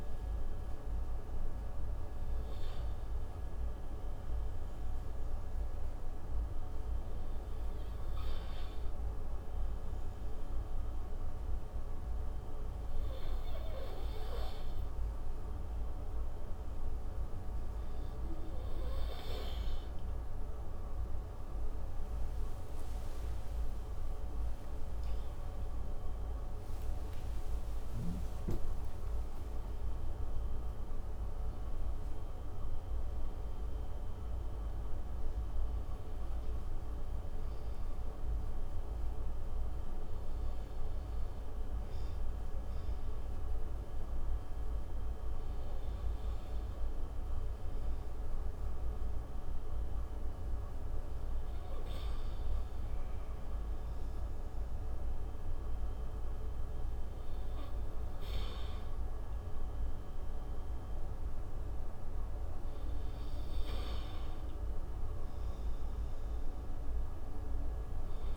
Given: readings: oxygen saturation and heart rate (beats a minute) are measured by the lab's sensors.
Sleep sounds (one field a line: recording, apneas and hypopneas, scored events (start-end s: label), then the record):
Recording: breathing in sleep, hard to hear, by a room microphone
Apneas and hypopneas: none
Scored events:
22.50-28.00 s: arousal
23.00-28.00 s: snoring (device-marked)
23.00-32.00 s: tachycardia (device-marked, heart rate 69 before, 126 extreme)
64.50-68.00 s: arousal
From the record:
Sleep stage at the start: N2 (light sleep)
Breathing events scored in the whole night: 485 in 5.8 hours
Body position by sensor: on the front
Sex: male